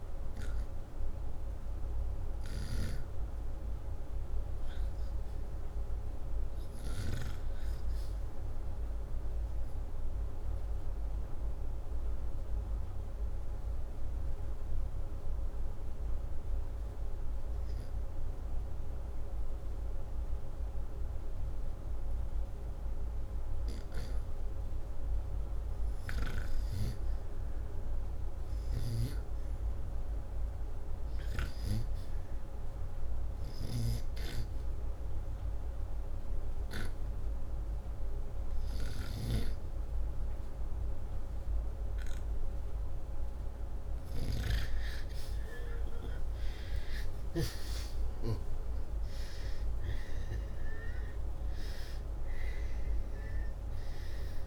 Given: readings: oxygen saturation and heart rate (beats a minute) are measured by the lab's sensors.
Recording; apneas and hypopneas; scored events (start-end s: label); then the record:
breathing in sleep by a room microphone; 1
4.00-19.00 s: oxygen desaturation (device-marked, oxygen 96% before, 92% lowest, heart rate 83 before, 79 extreme)
12.50-24.50 s: hypopnea (oxygen 96% before, 81% lowest, heart rate 82 before, 79 extreme, up 2 after)
27.50-31.50 s: arousal
28.00-35.00 s: oxygen desaturation (device-marked, oxygen 95% before, 91% lowest, heart rate 82 before, 80 extreme)
40.00-54.47 s: oxygen desaturation (device-marked, oxygen 93% before, 81% lowest, heart rate 81 before, 75 extreme)
47.50-51.50 s: arousal
From the record:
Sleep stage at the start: REM sleep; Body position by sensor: upright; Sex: male